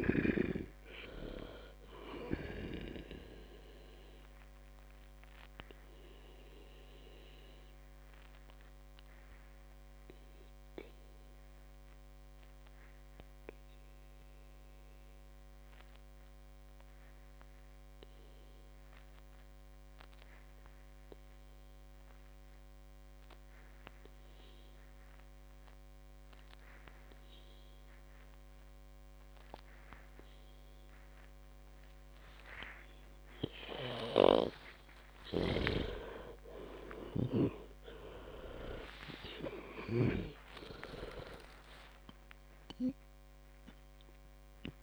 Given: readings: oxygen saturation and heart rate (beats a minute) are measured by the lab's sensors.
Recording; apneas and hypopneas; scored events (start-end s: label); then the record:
breathing in sleep by a microphone on the trachea; 1
0.00-19.50 s: oxygen desaturation (device-marked, oxygen 91% lowest, heart rate 55 extreme)
4.00-34.50 s: obstructive apnea (oxygen 98% before, 88% lowest, heart rate 83 before, 55 extreme)
34.50-41.00 s: snoring (device-marked)
35.50-41.50 s: arousal
From the record:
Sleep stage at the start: N2 (light sleep); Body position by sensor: on the back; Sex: female